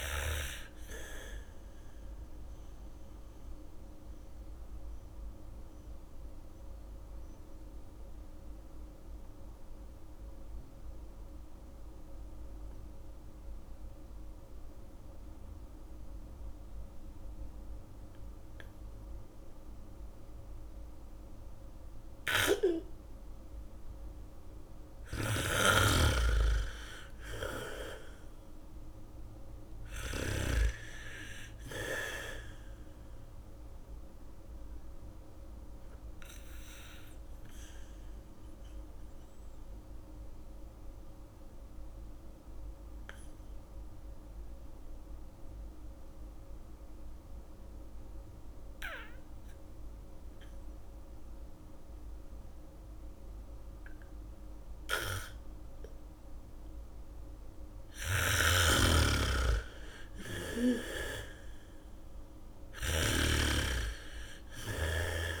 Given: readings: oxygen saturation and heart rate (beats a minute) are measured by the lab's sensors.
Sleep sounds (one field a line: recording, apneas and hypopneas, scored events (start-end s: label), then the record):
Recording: breathing in sleep by a room microphone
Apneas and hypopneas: 2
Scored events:
0.00-12.50 s: oxygen desaturation (device-marked, oxygen 85% lowest, heart rate 36 extreme)
1.00-24.00 s: mixed apnea (oxygen 99% before, 85% lowest, heart rate 57 before, 43 extreme)
24.50-31.50 s: bradycardia (device-marked, heart rate 75 before, 46 extreme)
27.00-30.50 s: arousal
29.50-47.50 s: oxygen desaturation (device-marked, oxygen 99% before, 89% lowest, heart rate 68 before, 33 extreme)
34.50-56.50 s: mixed apnea (oxygen 99% before, 88% lowest, heart rate 61 before, 33 extreme, up 0 after)
54.50-65.40 s: bradycardia (device-marked, heart rate 74 before, 33 extreme)
56.50-65.40 s: oxygen desaturation (device-marked, oxygen 98% before, 88% lowest, heart rate 73 before, 33 extreme)
59.00-63.00 s: arousal
59.00-63.50 s: snoring (device-marked)
From the record:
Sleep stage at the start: N2 (light sleep)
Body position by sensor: on the back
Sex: female